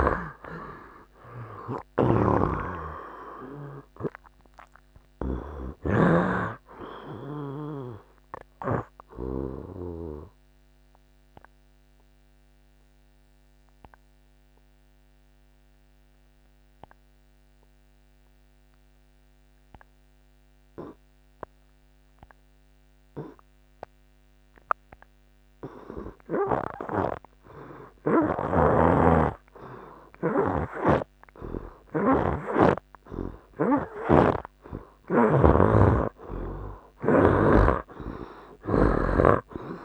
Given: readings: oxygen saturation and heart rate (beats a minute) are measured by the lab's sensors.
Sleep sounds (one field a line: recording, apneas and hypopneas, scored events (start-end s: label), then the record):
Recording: breathing in sleep by a microphone on the trachea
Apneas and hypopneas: 1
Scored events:
0.00-6.00 s: snoring (device-marked)
0.00-19.50 s: oxygen desaturation (device-marked, oxygen 82% lowest, heart rate 65 extreme)
9.50-27.00 s: obstructive apnea (oxygen 95% before, 81% lowest, heart rate 76 before, 65 extreme, up 6 after)
21.50-32.50 s: oxygen desaturation (device-marked, oxygen 84% before, 81% lowest, heart rate 76 before, 65 extreme)
30.50-39.85 s: snoring (device-marked)
33.00-37.00 s: arousal
From the record:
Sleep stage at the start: N2 (light sleep)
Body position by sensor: on the right side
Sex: male